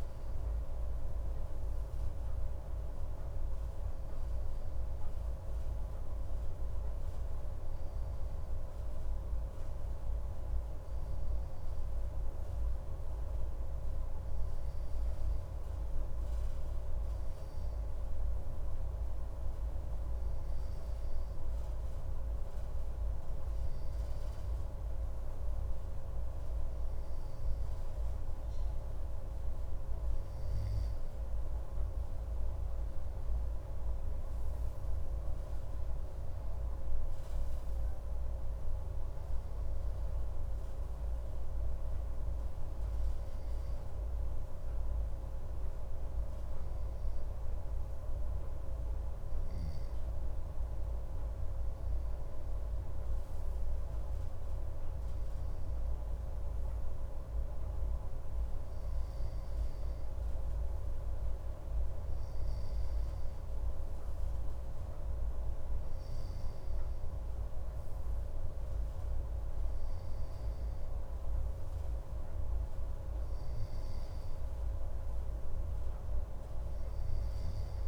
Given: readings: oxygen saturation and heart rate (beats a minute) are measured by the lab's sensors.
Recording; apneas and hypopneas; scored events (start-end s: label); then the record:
breathing in sleep, hard to hear, by a room microphone; none
none scored
From the record:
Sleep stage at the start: N2 (light sleep); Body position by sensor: on the left side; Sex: male